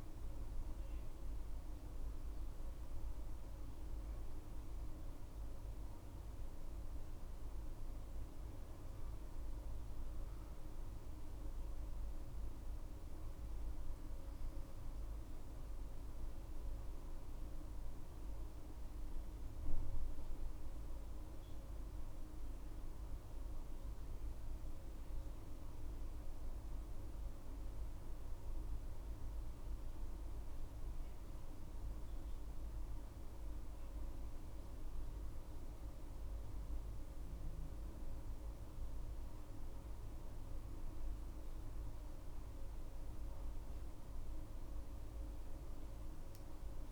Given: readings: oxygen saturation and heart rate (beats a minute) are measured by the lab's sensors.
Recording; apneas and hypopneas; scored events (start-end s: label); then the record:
breathing in sleep, hard to hear, by a room microphone; none
none scored
From the record:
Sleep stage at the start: N2 (light sleep); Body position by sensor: on the back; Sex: female